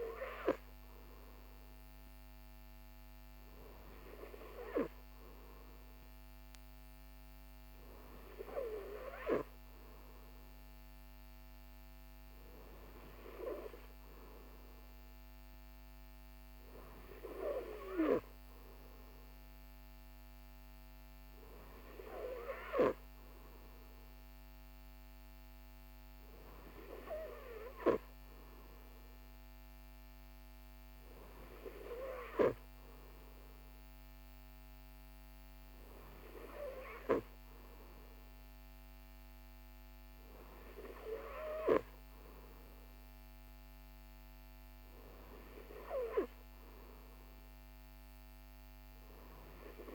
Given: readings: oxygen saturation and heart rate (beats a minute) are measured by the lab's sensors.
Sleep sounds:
breathing in sleep by a microphone on the trachea; none
none scored
From the record:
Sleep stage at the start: N3 (deep sleep); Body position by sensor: on the right side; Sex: male

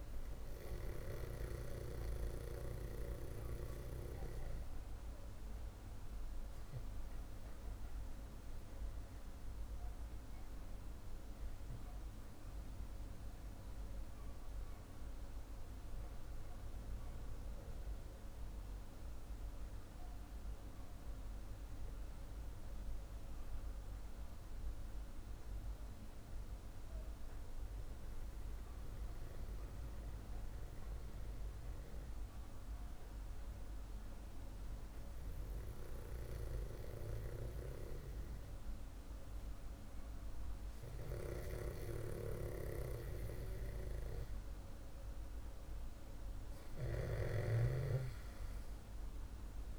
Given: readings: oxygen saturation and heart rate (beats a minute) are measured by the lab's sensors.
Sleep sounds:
breathing in sleep by a room microphone; none
none scored
From the record:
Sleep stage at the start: N2 (light sleep); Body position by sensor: on the back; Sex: male

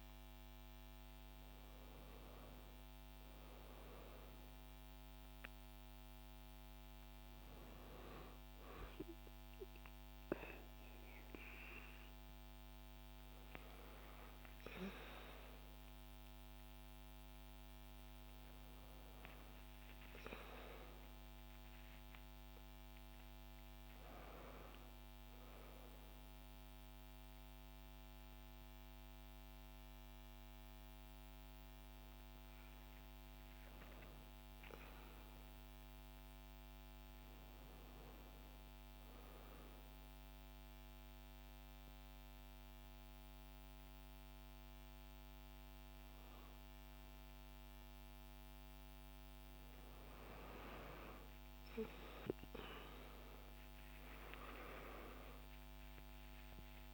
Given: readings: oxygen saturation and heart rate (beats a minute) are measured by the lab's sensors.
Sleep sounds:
breathing in sleep by a microphone on the trachea; 1
2.00-13.00 s: oxygen desaturation (device-marked, oxygen 99% before, 94% lowest, heart rate 79 before, 61 extreme)
15.00-19.50 s: arousal
32.00-35.50 s: arousal
39.00-49.50 s: hypopnea (oxygen 97% before, 95% lowest, heart rate 72 before, 62 extreme)
56.00-56.94 s: new sleep stage, awake
From the record:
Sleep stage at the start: N2 (light sleep); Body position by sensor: on the back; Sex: female

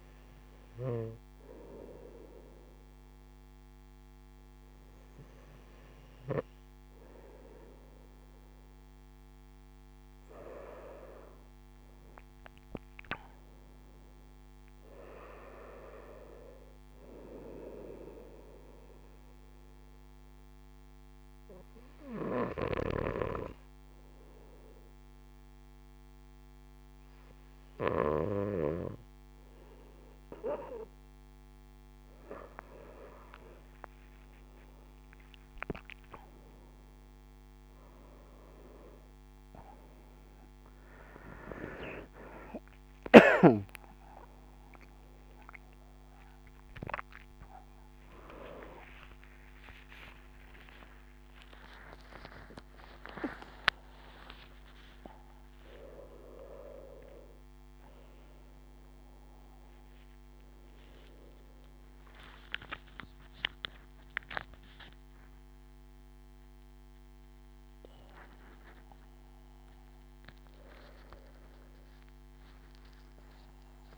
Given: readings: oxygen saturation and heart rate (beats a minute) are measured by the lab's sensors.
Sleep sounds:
a person partly awake in a sleep study, by a microphone on the trachea; 1
14.00-17.00 s: arousal
19.00-31.50 s: obstructive apnea (oxygen 97% before, 95% lowest)
43.50-73.98 s: new sleep stage, awake
From the record:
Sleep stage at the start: N2 (light sleep); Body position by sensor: on the right side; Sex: male

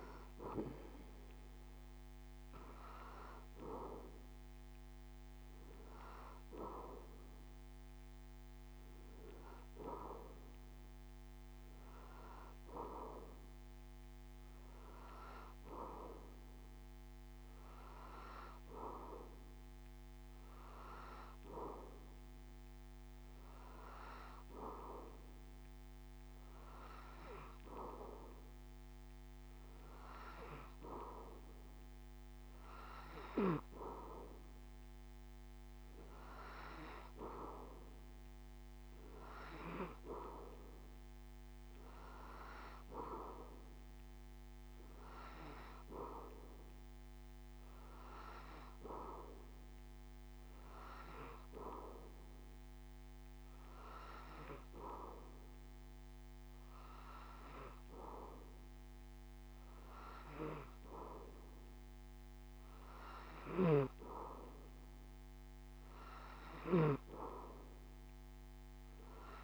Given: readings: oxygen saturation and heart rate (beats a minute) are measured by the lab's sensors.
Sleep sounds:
breathing in sleep by a microphone on the trachea; none
63.50-69.44 s: snoring (device-marked)
From the record:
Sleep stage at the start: N3 (deep sleep); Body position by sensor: on the back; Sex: male

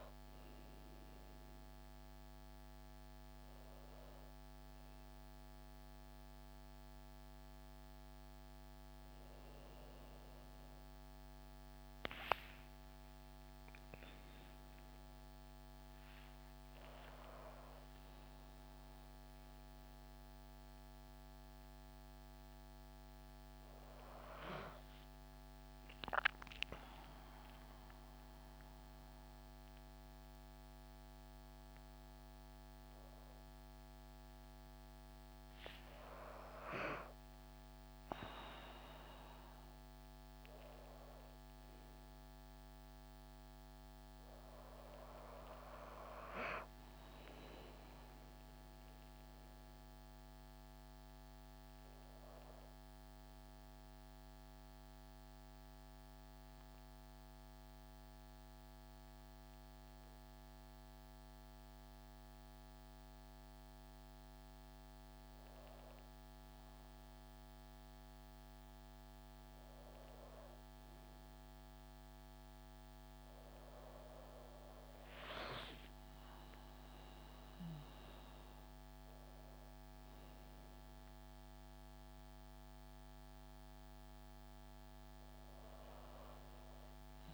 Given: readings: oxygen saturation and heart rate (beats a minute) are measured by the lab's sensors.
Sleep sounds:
a person awake in a sleep study, by a microphone on the trachea; none
none scored
From the record:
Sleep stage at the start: awake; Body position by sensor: on the back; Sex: female

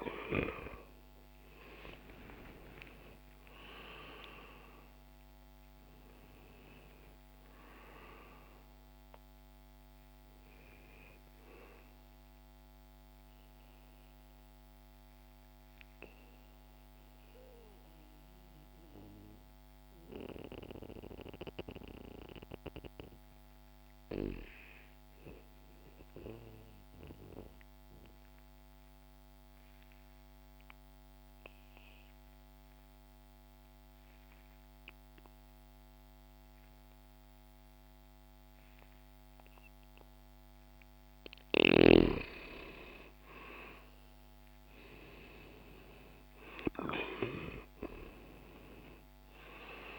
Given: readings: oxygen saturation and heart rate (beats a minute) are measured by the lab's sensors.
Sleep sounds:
breathing in sleep by a microphone on the trachea; 1
0.00-2.00 s: arousal
0.00-14.00 s: oxygen desaturation (device-marked, oxygen 90% lowest, heart rate 62 extreme)
14.00-41.00 s: mixed apnea (oxygen 96% before, 85% lowest, heart rate 68 before, 60 extreme, up 8 after)
16.00-33.00 s: oxygen desaturation (device-marked, oxygen 95% before, 89% lowest, heart rate 69 before, 60 extreme)
42.00-49.99 s: oxygen desaturation (device-marked, oxygen 98% before, 85% lowest, heart rate 66 before, 61 extreme)
43.00-48.00 s: arousal
From the record:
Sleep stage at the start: N2 (light sleep); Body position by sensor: on the back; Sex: male

